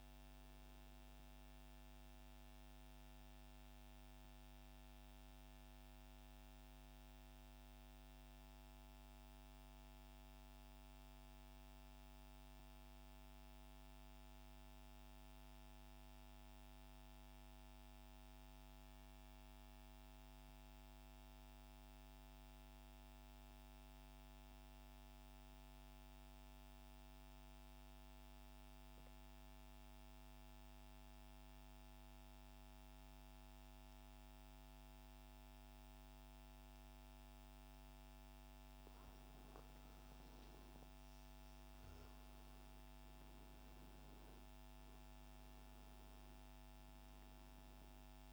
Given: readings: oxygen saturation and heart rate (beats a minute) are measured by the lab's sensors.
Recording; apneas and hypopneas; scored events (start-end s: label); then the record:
breathing in sleep, hard to hear, by a microphone on the trachea; 1
0.00-17.00 s: oxygen desaturation (device-marked, oxygen 91% lowest, heart rate 58 extreme)
1.00-38.50 s: mixed apnea (oxygen 98% before, 91% lowest, heart rate 129 before, 58 extreme)
34.00-48.33 s: oxygen desaturation (device-marked, oxygen 98% before, 91% lowest, heart rate 98 before, 59 extreme)
40.00-44.00 s: arousal
From the record:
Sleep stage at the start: N2 (light sleep); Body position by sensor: on the back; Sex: male